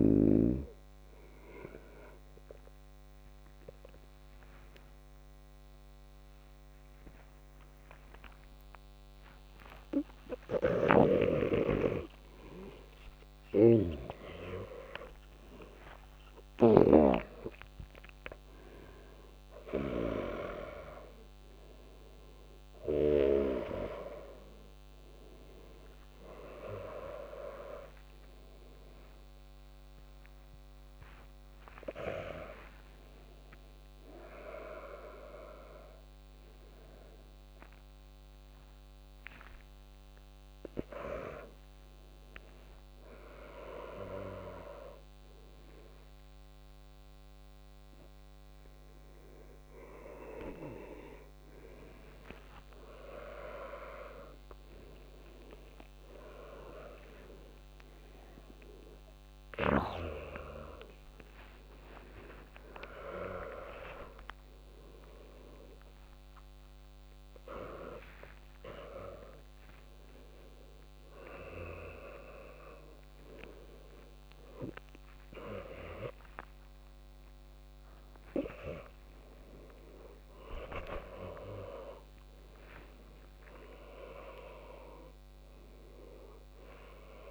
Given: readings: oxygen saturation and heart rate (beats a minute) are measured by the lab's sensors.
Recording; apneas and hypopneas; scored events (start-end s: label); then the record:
a person awake in a sleep study, by a microphone on the trachea; none
13.50-87.31 s: new sleep stage, awake
16.50-27.50 s: tachycardia (device-marked, heart rate 81 before, 112 extreme)
21.50-44.50 s: oxygen desaturation (device-marked, oxygen 100% before, 96% lowest, heart rate 93 before, 77 extreme)
34.50-39.50 s: tachycardia (device-marked, heart rate 82 before, 105 extreme)
68.50-70.50 s: tachycardia (device-marked, heart rate 83 before, 98 extreme)
From the record:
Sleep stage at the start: N2 (light sleep); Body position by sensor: upright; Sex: male